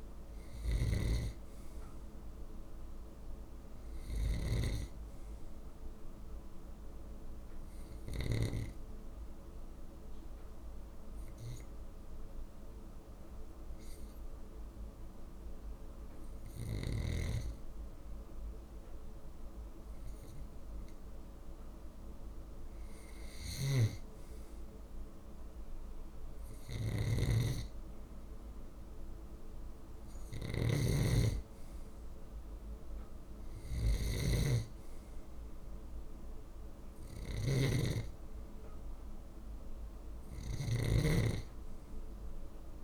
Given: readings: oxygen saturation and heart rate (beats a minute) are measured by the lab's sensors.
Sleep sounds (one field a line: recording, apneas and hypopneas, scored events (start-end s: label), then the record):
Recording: breathing in sleep by a room microphone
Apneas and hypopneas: 1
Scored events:
0.00-8.00 s: snoring (device-marked)
8.50-22.00 s: hypopnea (oxygen 97% before, 94% lowest)
23.00-42.84 s: snoring (device-marked)
23.50-27.00 s: arousal
38.00-42.84 s: oxygen desaturation (device-marked, oxygen 97% before, 94% lowest)
From the record:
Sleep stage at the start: N2 (light sleep)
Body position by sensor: on the left side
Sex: male